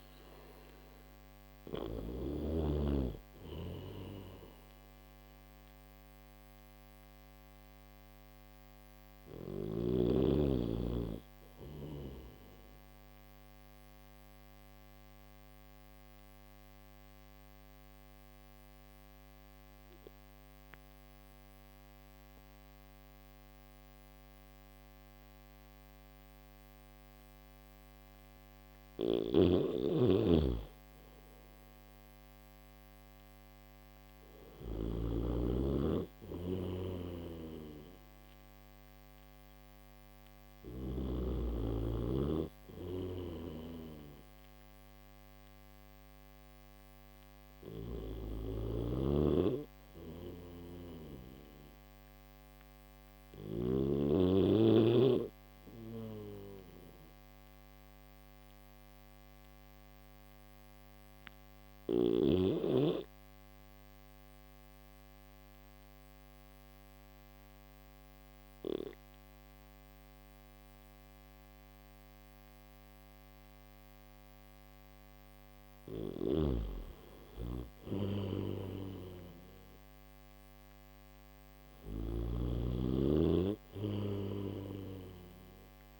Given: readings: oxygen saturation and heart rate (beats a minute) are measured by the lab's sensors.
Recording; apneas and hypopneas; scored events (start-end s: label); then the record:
breathing in sleep by a microphone on the trachea; none
28.50-34.50 s: snoring (device-marked)
36.50-40.50 s: snoring (device-marked)
37.00-56.00 s: oxygen desaturation (device-marked, oxygen 99% before, 95% lowest, heart rate 67 before, 65 extreme)
42.50-53.00 s: snoring (device-marked)
75.50-86.00 s: snoring (device-marked)
80.00-86.00 s: oxygen desaturation (device-marked, oxygen 98% before, 93% lowest, heart rate 68 before, 67 extreme)
From the record:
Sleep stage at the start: N1 (lightest sleep); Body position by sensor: on the back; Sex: male